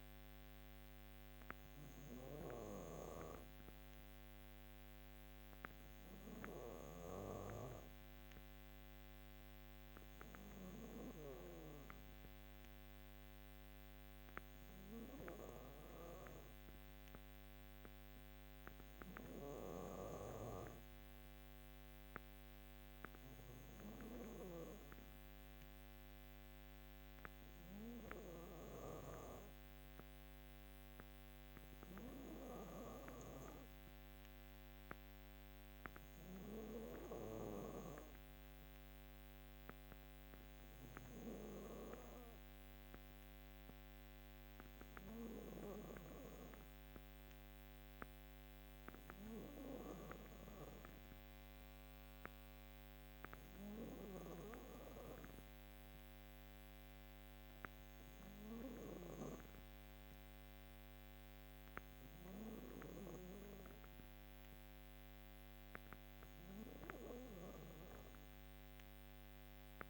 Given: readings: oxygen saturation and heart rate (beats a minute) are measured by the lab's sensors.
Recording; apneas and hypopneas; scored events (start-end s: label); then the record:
breathing in sleep by a microphone on the trachea; none
0.00-2.00 s: snoring (device-marked)
35.50-40.50 s: snoring (device-marked)
42.00-54.00 s: drop in pulse transit time (device-marked, heart rate 61 before, 57 extreme)
From the record:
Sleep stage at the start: N2 (light sleep); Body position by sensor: on the back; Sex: female